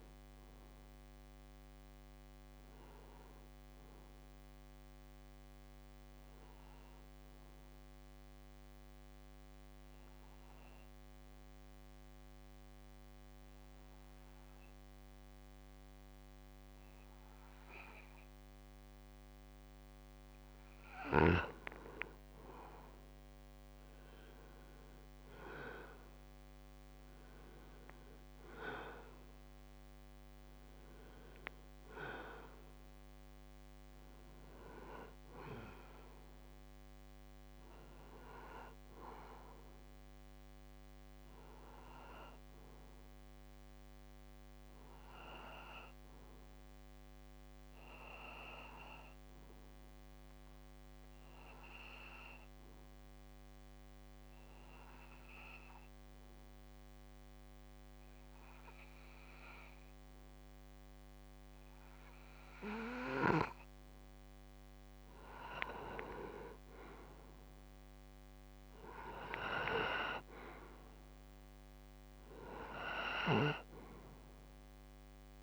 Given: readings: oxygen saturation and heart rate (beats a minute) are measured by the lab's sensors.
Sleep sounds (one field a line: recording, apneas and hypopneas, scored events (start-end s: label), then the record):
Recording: breathing in sleep by a microphone on the trachea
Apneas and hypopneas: 2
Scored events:
0.00-1.00 s: oxygen desaturation (device-marked, oxygen 90% lowest, heart rate 65 extreme)
2.50-5.50 s: arousal
8.00-20.50 s: obstructive apnea (oxygen 96% before, 89% lowest, heart rate 67 before, 65 extreme, up 1 after)
22.00-26.00 s: arousal
23.00-50.00 s: oxygen desaturation (device-marked, oxygen 96% before, 89% lowest, heart rate 65 before, 65 extreme)
49.00-64.50 s: obstructive apnea (oxygen 95% before, 89% lowest, heart rate 66 before, 65 extreme, up 2 after)
66.00-69.50 s: arousal
68.00-75.43 s: oxygen desaturation (device-marked, oxygen 96% before, 89% lowest, heart rate 65 before, 64 extreme)
From the record:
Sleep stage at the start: N2 (light sleep)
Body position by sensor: on the back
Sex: male